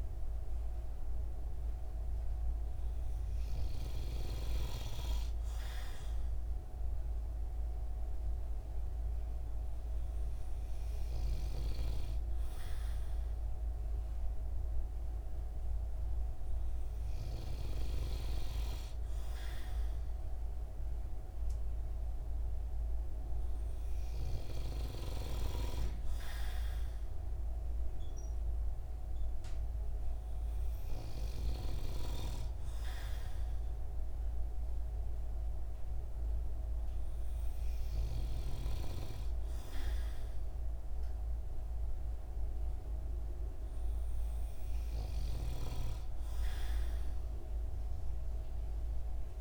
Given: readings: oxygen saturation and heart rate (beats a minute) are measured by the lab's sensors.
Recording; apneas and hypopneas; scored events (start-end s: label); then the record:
breathing in sleep by a room microphone; none
none scored
From the record:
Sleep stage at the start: N2 (light sleep); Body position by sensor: on the right side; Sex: male